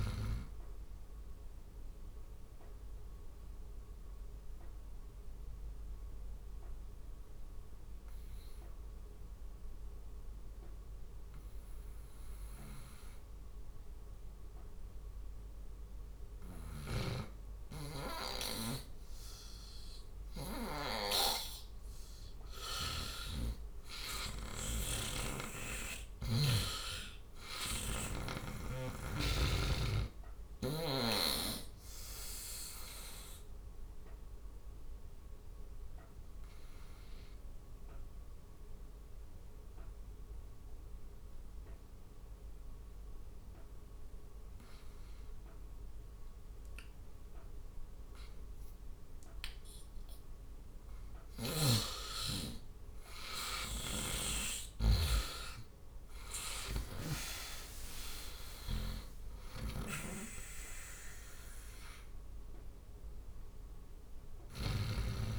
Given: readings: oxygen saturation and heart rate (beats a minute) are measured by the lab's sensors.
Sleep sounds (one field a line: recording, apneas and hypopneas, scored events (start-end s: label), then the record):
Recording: breathing in sleep by a room microphone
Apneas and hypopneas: 2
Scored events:
0.50-16.50 s: obstructive apnea (oxygen 96% before, 88% lowest, heart rate 77 before, 72 extreme, up 5 after)
12.00-15.00 s: oxygen desaturation (device-marked, oxygen 94% before, 88% lowest, heart rate 76 before, 74 extreme)
16.00-22.50 s: snoring (device-marked)
18.50-23.00 s: arousal
27.00-30.50 s: snoring (device-marked)
33.50-49.50 s: obstructive apnea (oxygen 97% before, 89% lowest, heart rate 76 before, 71 extreme, up 9 after)
45.00-57.00 s: oxygen desaturation (device-marked, oxygen 94% before, 91% lowest, heart rate 77 before, 69 extreme)
52.00-55.00 s: arousal
53.00-64.50 s: snoring (device-marked)
From the record:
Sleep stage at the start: N2 (light sleep)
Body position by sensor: on the right side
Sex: male